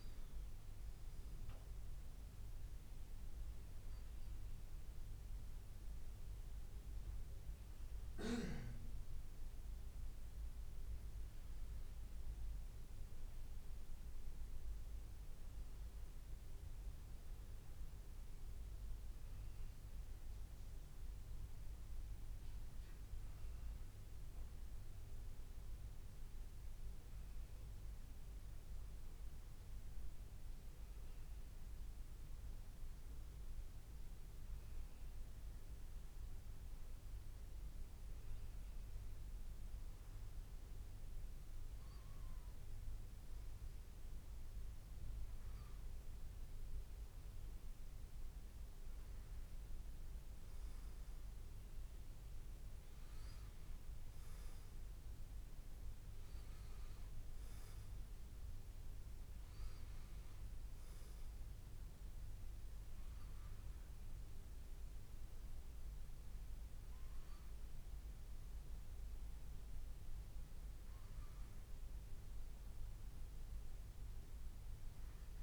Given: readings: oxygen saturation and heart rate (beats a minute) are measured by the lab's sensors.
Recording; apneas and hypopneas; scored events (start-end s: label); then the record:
breathing in sleep, hard to hear, by a room microphone; none
none scored
From the record:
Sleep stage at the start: N2 (light sleep); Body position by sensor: on the back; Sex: male